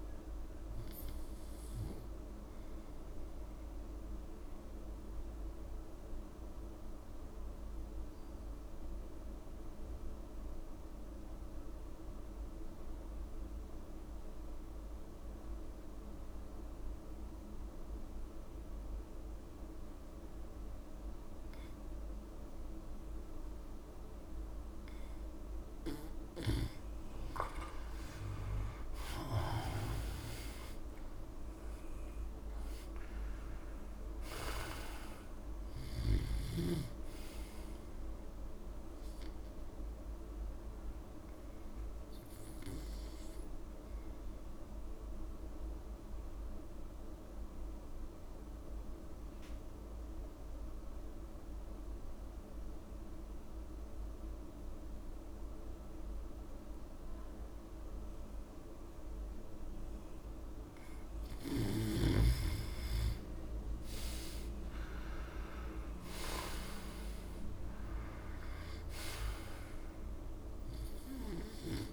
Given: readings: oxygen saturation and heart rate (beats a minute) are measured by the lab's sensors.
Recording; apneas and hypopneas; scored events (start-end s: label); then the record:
breathing in sleep by a room microphone; 2
0.00-10.50 s: oxygen desaturation (device-marked, oxygen 91% lowest)
3.00-24.00 s: obstructive apnea (oxygen 99% before, 88% lowest)
20.50-51.50 s: oxygen desaturation (device-marked, oxygen 99% before, 88% lowest)
27.00-29.50 s: arousal
39.50-60.00 s: obstructive apnea (oxygen 99% before, 88% lowest)
62.00-64.00 s: arousal
63.50-71.93 s: oxygen desaturation (device-marked, oxygen 99% before, 90% lowest)
From the record:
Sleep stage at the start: N2 (light sleep); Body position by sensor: on the back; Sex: male